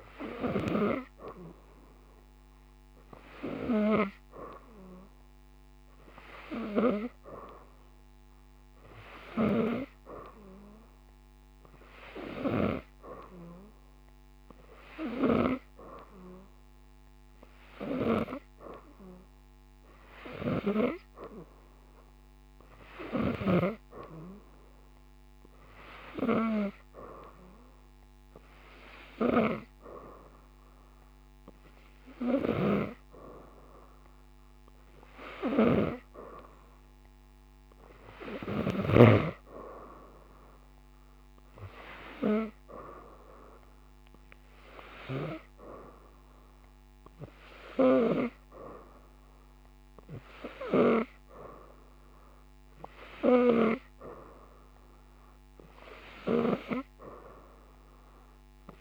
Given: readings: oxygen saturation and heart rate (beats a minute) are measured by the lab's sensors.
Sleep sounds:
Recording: breathing in sleep by a microphone on the trachea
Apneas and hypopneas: none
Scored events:
46.50-54.50 s: oxygen desaturation (device-marked, oxygen 93% before, 90% lowest)
From the record:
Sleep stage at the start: N2 (light sleep)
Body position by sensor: upright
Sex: female

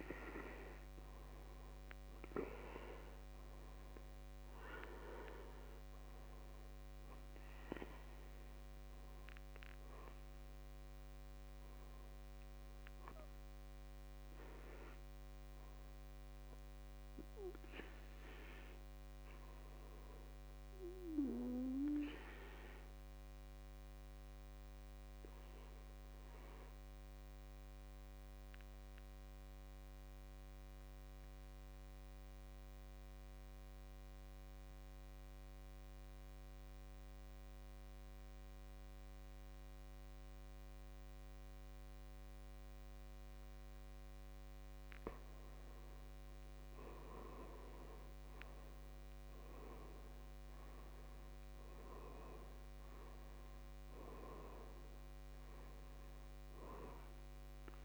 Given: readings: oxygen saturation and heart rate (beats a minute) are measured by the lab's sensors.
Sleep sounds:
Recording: breathing in sleep by a microphone on the trachea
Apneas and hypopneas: 1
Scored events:
0.00-1.00 s: arousal
0.00-29.00 s: oxygen desaturation (device-marked, oxygen 76% lowest, heart rate 53 extreme)
24.00-45.00 s: obstructive apnea (oxygen 95% before, 83% lowest, heart rate 64 before, 52 extreme, up 12 after)
47.50-52.00 s: arousal
53.00-57.84 s: oxygen desaturation (device-marked, oxygen 97% before, 83% lowest, heart rate 60 before, 51 extreme)
From the record:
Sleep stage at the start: N2 (light sleep)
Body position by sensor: on the back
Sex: male

